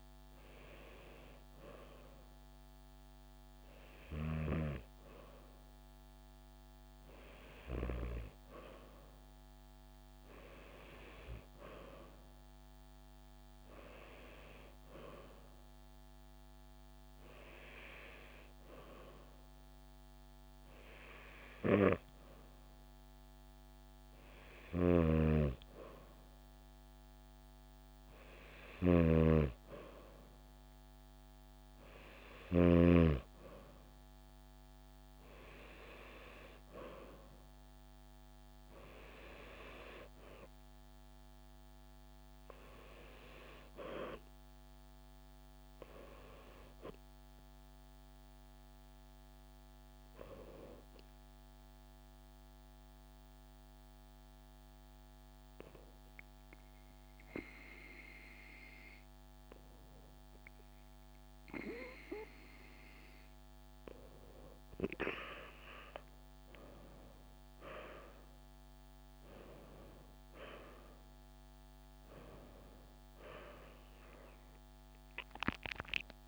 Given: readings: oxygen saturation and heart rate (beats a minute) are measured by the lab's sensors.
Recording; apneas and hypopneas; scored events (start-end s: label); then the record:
breathing in sleep by a microphone on the trachea; 1
24.50-33.00 s: snoring (device-marked)
50.00-62.50 s: hypopnea (oxygen 95% before, 93% lowest, heart rate 76 before, 73 extreme, up 8 after)
66.50-71.50 s: arousal
From the record:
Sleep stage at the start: N2 (light sleep); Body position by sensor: on the right side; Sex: female